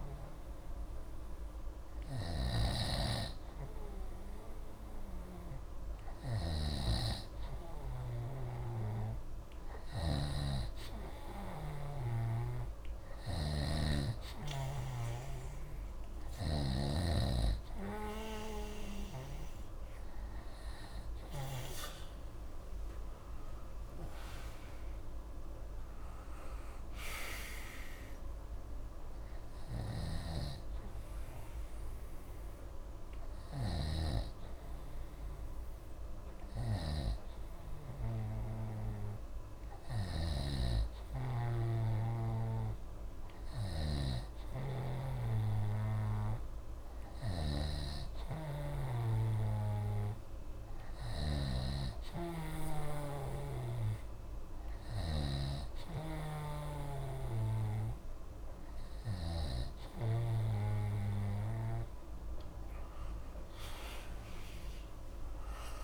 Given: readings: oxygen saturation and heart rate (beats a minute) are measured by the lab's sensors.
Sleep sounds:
breathing in sleep by a room microphone; none
0.00-6.50 s: snoring (device-marked)
8.50-12.00 s: snoring (device-marked)
16.50-22.00 s: snoring (device-marked)
21.00-25.00 s: arousal
30.00-51.50 s: snoring (device-marked)
56.00-59.50 s: snoring (device-marked)
From the record:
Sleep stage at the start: N2 (light sleep); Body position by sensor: on the right side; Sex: male

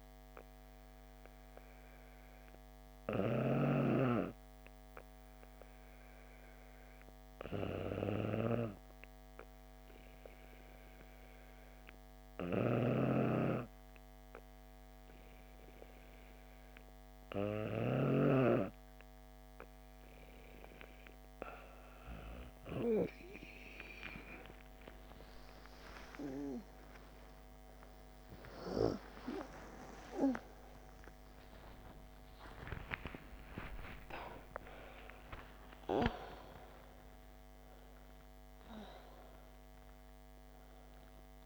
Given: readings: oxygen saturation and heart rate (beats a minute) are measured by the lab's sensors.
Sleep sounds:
a person partly awake in a sleep study, by a microphone on the trachea; 1
0.00-3.50 s: snoring (device-marked)
2.50-18.50 s: hypopnea (oxygen 96% before, 94% lowest)
12.50-18.50 s: snoring (device-marked)
23.50-41.46 s: new sleep stage, awake
From the record:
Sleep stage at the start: N2 (light sleep); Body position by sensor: on the back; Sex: female

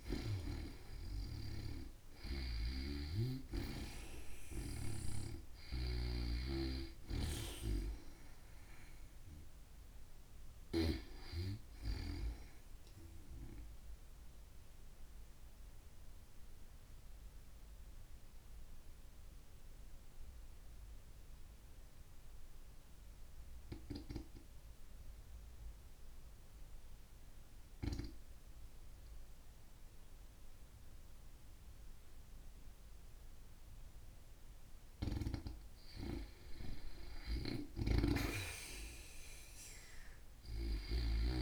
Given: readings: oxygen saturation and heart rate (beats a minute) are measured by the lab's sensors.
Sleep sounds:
breathing in sleep by a room microphone; 1
0.00-2.00 s: snoring (device-marked)
0.00-4.00 s: arousal
6.50-10.50 s: snoring (device-marked)
13.50-34.00 s: obstructive apnea (oxygen 95% before, 90% lowest, heart rate 118 before, 52 extreme, up 56 after)
34.00-41.42 s: oxygen desaturation (device-marked, oxygen 95% before, 90% lowest, heart rate 75 before, 52 extreme)
36.00-39.50 s: arousal
37.00-40.50 s: snoring (device-marked)
From the record:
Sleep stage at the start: N2 (light sleep); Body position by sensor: on the back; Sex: female

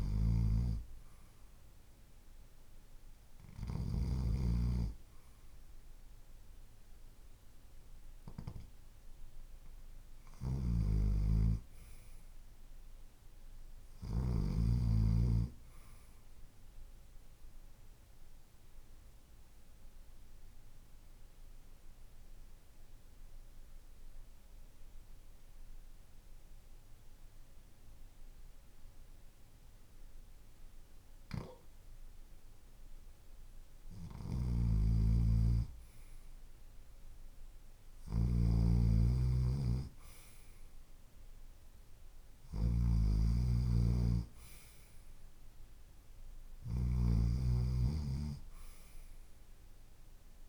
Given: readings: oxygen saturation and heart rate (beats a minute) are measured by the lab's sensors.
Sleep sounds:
breathing in sleep by a room microphone; 1
0.00-3.50 s: snoring (device-marked)
10.00-14.00 s: snoring (device-marked)
19.00-33.50 s: obstructive apnea (oxygen 94% before, 90% lowest, heart rate 51 before, 52 extreme, up 2 after)
33.50-50.49 s: snoring (device-marked)
37.00-40.50 s: arousal
48.50-50.49 s: oxygen desaturation (device-marked, oxygen 94% before, 90% lowest, heart rate 54 before, 50 extreme)
From the record:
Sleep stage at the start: REM sleep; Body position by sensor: on the left side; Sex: male

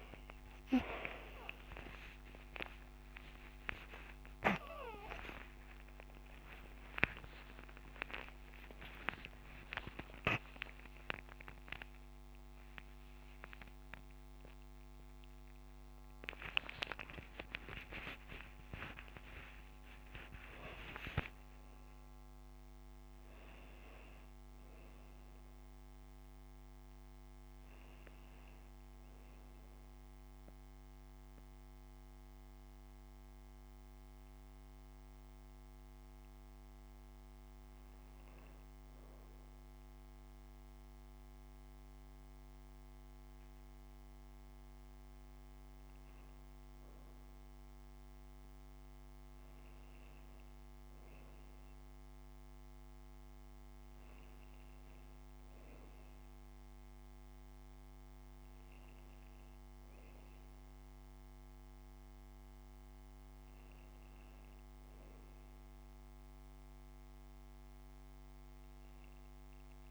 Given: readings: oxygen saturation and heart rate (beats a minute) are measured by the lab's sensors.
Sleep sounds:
breathing in sleep by a microphone on the trachea; none
1.00-8.00 s: arousal
1.50-3.50 s: long interval between heartbeats (device-marked)
3.50-5.50 s: long interval between heartbeats (device-marked)
6.00-8.00 s: long interval between heartbeats (device-marked, heart rate 31 before, 119 extreme)
9.00-11.00 s: long interval between heartbeats (device-marked, heart rate 48 before, 108 extreme)
18.00-20.00 s: long interval between heartbeats (device-marked, heart rate 85 before, 37 extreme)
65.50-69.91 s: oxygen desaturation (device-marked, oxygen 97% before, 94% lowest)
From the record:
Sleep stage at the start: N2 (light sleep); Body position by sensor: on the right side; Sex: female

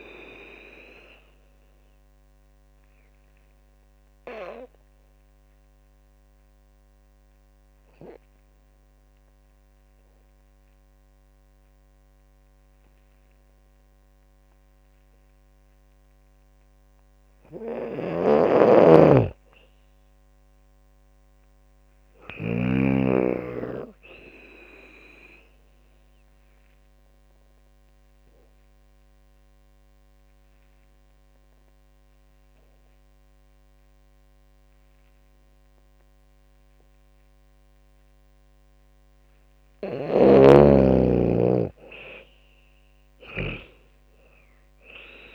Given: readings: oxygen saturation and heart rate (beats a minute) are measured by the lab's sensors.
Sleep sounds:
breathing in sleep by a microphone on the trachea; 2
0.00-7.00 s: drop in pulse transit time (device-marked, heart rate 73 extreme)
0.00-14.00 s: oxygen desaturation (device-marked, oxygen 91% lowest, heart rate 68 extreme)
0.50-15.50 s: obstructive apnea (oxygen 99% before, 91% lowest, heart rate 82 before, 68 extreme, up 11 after)
17.50-20.50 s: arousal
17.50-22.50 s: snoring (device-marked)
25.00-37.50 s: obstructive apnea (oxygen 100% before, 90% lowest, heart rate 73 before, 66 extreme, up 21 after)
27.00-43.00 s: oxygen desaturation (device-marked, oxygen 99% before, 93% lowest, heart rate 74 before, 66 extreme)
39.50-45.35 s: snoring (device-marked)
40.50-43.50 s: arousal
42.00-45.35 s: drop in pulse transit time (device-marked, heart rate 76 before, 74 extreme)
From the record:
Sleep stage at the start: N2 (light sleep); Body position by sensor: on the back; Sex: female

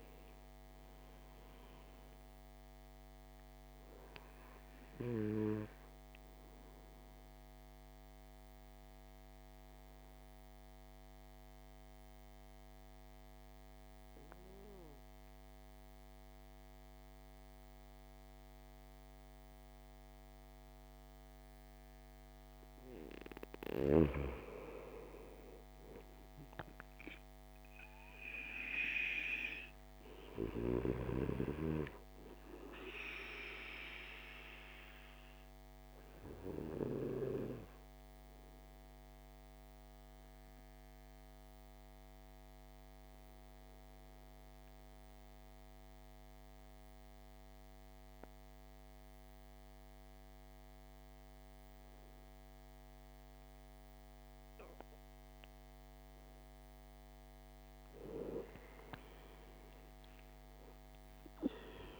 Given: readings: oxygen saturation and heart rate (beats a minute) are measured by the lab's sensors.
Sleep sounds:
breathing in sleep by a microphone on the trachea; 2
0.00-23.50 s: oxygen desaturation (device-marked, oxygen 90% lowest, heart rate 53 extreme)
7.00-23.00 s: mixed apnea (oxygen 98% before, 85% lowest, heart rate 63 before, 53 extreme, up 6 after)
25.50-28.50 s: arousal
32.50-50.50 s: oxygen desaturation (device-marked, oxygen 99% before, 91% lowest, heart rate 56 before, 54 extreme)
34.00-56.50 s: obstructive apnea (oxygen 99% before, 85% lowest, heart rate 56 before, 52 extreme, up 13 after)
59.00-62.00 s: arousal
59.50-62.00 s: oxygen desaturation (device-marked, oxygen 98% before, 94% lowest, heart rate 56 before, 52 extreme)
From the record:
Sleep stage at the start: N2 (light sleep); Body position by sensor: on the back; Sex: male

